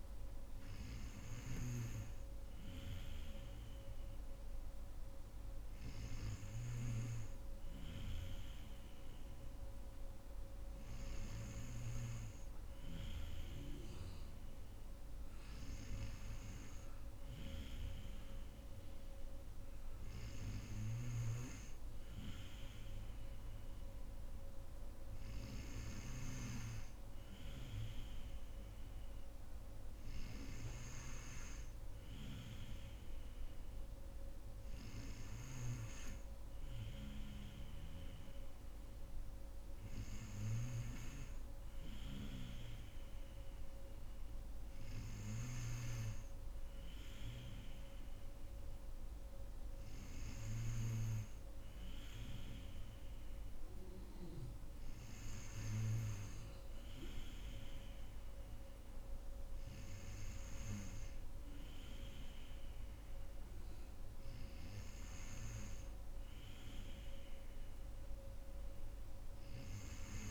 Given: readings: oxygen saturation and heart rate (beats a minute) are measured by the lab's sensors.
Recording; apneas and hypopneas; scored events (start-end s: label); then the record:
breathing in sleep by a room microphone; none
0.00-6.50 s: snoring (device-marked)
20.50-26.00 s: snoring (device-marked)
40.00-45.50 s: snoring (device-marked)
From the record:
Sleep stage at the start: N2 (light sleep); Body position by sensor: on the right side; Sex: female